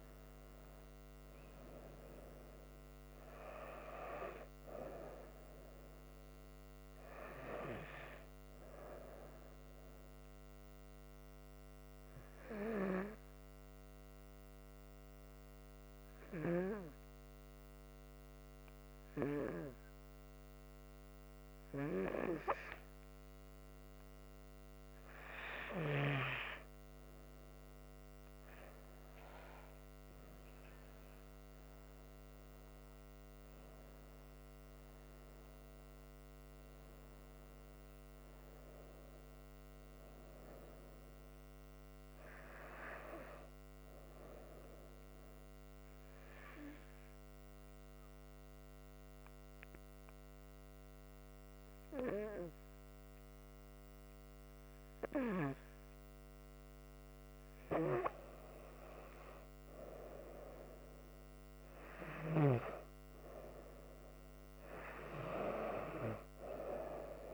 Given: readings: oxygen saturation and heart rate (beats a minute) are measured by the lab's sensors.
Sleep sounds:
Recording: breathing in sleep by a microphone on the trachea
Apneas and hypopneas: 2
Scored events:
10.00-22.50 s: hypopnea (oxygen 97% before, 93% lowest, heart rate 68 before, 66 extreme, up 0 after)
13.50-21.50 s: oxygen desaturation (device-marked, oxygen 97% before, 93% lowest, heart rate 69 before, 66 extreme)
24.00-28.00 s: arousal
45.00-57.50 s: hypopnea (oxygen 97% before, 94% lowest, heart rate 69 before, 65 extreme, up 1 after)
59.50-63.50 s: arousal
From the record:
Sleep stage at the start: N2 (light sleep)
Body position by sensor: on the front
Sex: female

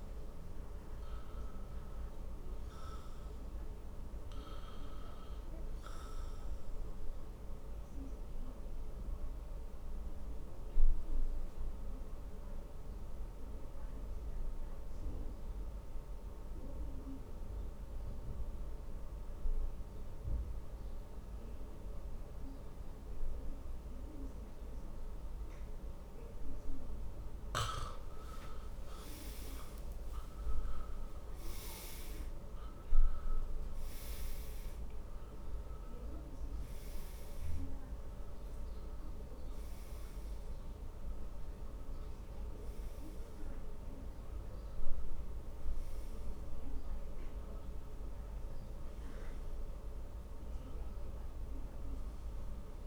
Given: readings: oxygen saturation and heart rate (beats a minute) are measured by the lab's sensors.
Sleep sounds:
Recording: breathing in sleep, hard to hear, by a room microphone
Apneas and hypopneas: 1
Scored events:
0.00-3.00 s: arousal
8.00-28.00 s: obstructive apnea (oxygen 95% before, 92% lowest, heart rate 59 before, 52 extreme, up 18 after)
22.00-32.00 s: oxygen desaturation (device-marked, oxygen 96% before, 93% lowest, heart rate 55 before, 62 extreme)
28.00-52.87 s: new sleep stage, N1 (lightest sleep)
28.50-33.50 s: arousal
From the record:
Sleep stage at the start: N2 (light sleep)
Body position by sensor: on the back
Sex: male

